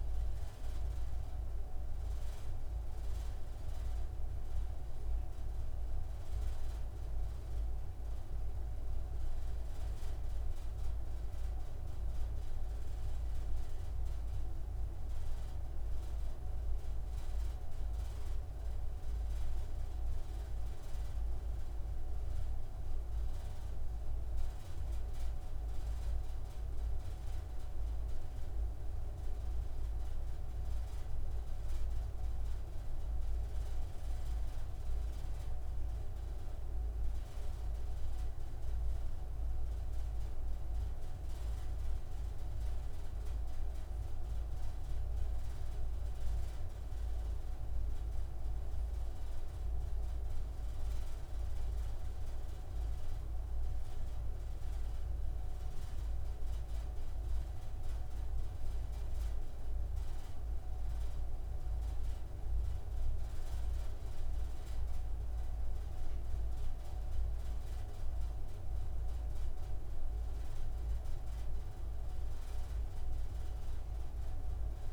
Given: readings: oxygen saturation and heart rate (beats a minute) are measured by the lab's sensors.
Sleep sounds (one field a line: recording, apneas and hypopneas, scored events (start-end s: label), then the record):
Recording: breathing in sleep, hard to hear, by a room microphone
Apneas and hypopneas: none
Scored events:
none scored
From the record:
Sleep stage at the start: N3 (deep sleep)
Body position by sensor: on the right side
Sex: male